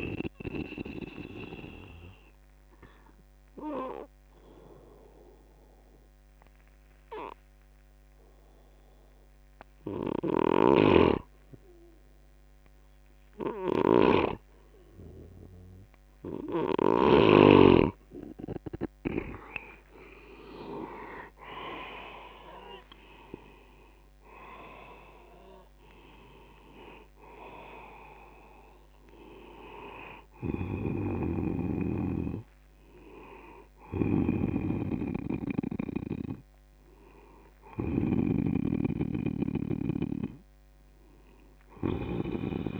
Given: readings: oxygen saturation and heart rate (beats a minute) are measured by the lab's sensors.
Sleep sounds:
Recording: breathing in sleep by a microphone on the trachea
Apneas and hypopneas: 1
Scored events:
1.50-11.50 s: oxygen desaturation (device-marked, oxygen 97% before, 93% lowest, heart rate 80 before, 72 extreme)
2.00-16.50 s: obstructive apnea (oxygen 97% before, 93% lowest, heart rate 80 before, 72 extreme, up 7 after)
10.50-17.50 s: snoring (device-marked)
18.50-22.50 s: arousal
20.50-41.50 s: oxygen desaturation (device-marked, oxygen 98% before, 93% lowest, heart rate 77 before, 56 extreme)
31.00-38.50 s: snoring (device-marked)
From the record:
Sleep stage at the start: N2 (light sleep)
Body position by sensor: on the left side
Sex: male

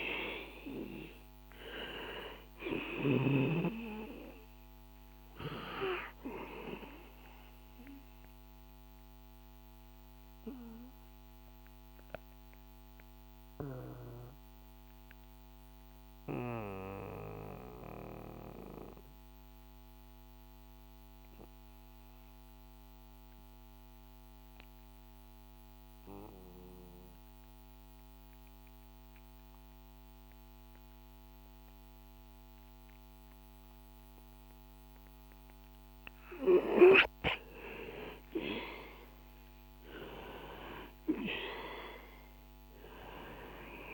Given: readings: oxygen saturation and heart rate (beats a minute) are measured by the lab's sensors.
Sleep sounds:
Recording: breathing in sleep by a microphone on the trachea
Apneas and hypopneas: 1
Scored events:
0.00-25.50 s: oxygen desaturation (device-marked, oxygen 91% lowest, heart rate 62 extreme)
9.50-34.00 s: obstructive apnea (oxygen 95% before, 89% lowest, heart rate 66 before, 58 extreme, up 4 after)
35.50-43.93 s: oxygen desaturation (device-marked, oxygen 98% before, 89% lowest, heart rate 64 before, 57 extreme)
39.00-43.00 s: arousal
From the record:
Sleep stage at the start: N2 (light sleep)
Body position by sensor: on the back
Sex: male

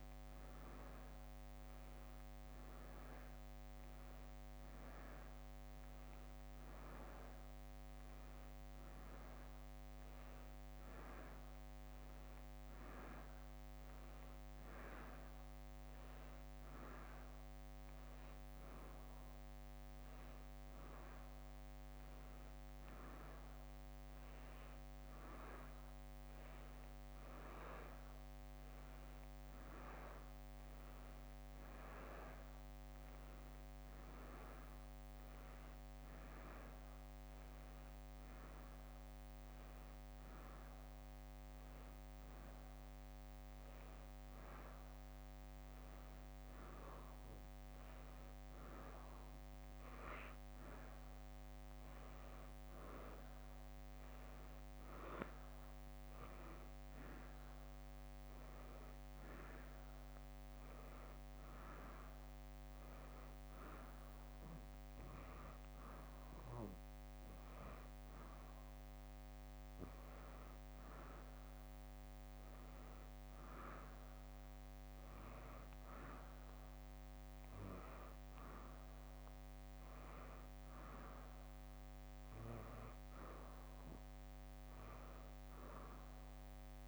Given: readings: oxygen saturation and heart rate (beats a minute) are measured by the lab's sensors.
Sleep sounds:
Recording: breathing in sleep, hard to hear, by a microphone on the trachea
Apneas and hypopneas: none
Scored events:
2.50-27.50 s: drop in pulse transit time (device-marked, heart rate 66 before, 64 extreme)
34.00-42.50 s: leg movement (device-marked)
49.00-55.50 s: leg movement (device-marked)
59.50-67.00 s: leg movement (device-marked)
66.50-76.50 s: drop in pulse transit time (device-marked, heart rate 66 before, 63 extreme)
From the record:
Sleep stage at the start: N2 (light sleep)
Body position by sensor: on the back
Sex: female

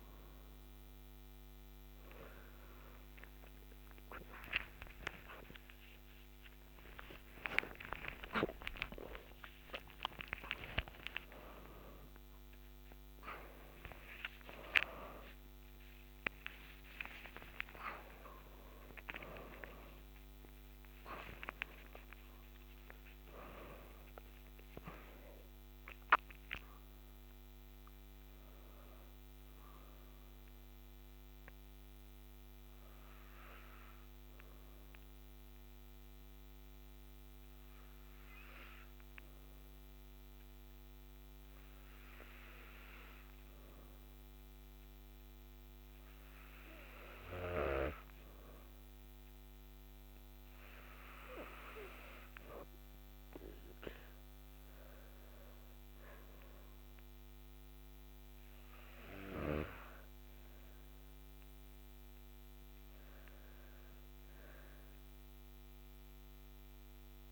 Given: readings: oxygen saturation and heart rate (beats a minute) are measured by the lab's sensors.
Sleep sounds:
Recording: breathing in sleep by a microphone on the trachea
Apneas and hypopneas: none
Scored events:
9.50-17.00 s: arousal
16.50-27.50 s: oxygen desaturation (device-marked, oxygen 98% before, 95% lowest, heart rate 142 before, 104 extreme)
50.50-67.31 s: oxygen desaturation (device-marked, oxygen 99% before, 95% lowest, heart rate 134 before, 83 extreme)
From the record:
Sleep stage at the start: N2 (light sleep)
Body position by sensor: on the back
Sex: female

